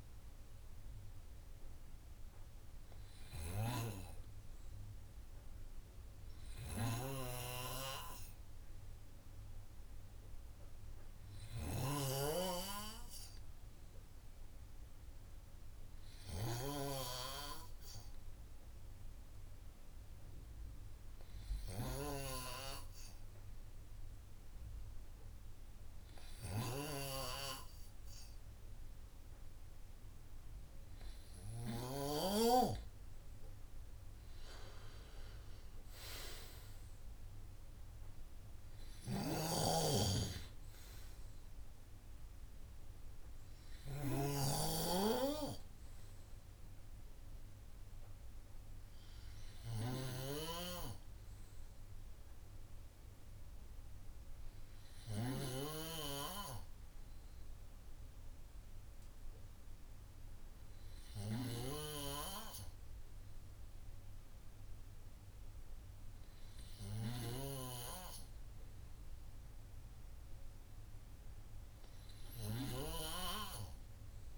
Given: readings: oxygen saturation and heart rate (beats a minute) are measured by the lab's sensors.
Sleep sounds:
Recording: breathing in sleep by a room microphone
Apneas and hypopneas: 1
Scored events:
0.00-3.50 s: arousal
7.00-17.00 s: snoring (device-marked)
9.50-31.00 s: hypopnea (oxygen 98% before, 94% lowest, heart rate 53 before, 50 extreme, up 9 after)
33.50-36.00 s: arousal
39.50-56.00 s: snoring (device-marked)
73.00-74.38 s: snoring (device-marked)
From the record:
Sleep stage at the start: N2 (light sleep)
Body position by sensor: on the right side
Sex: male

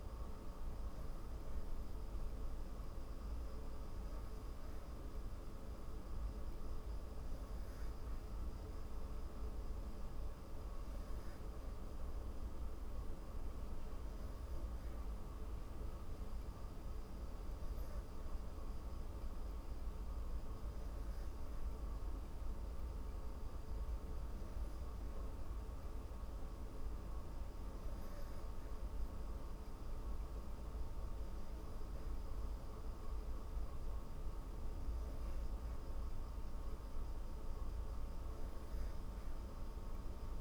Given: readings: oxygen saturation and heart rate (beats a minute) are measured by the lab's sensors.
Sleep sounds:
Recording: breathing in sleep, hard to hear, by a room microphone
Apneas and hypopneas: none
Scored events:
none scored
From the record:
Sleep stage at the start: N3 (deep sleep)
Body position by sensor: on the back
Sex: female

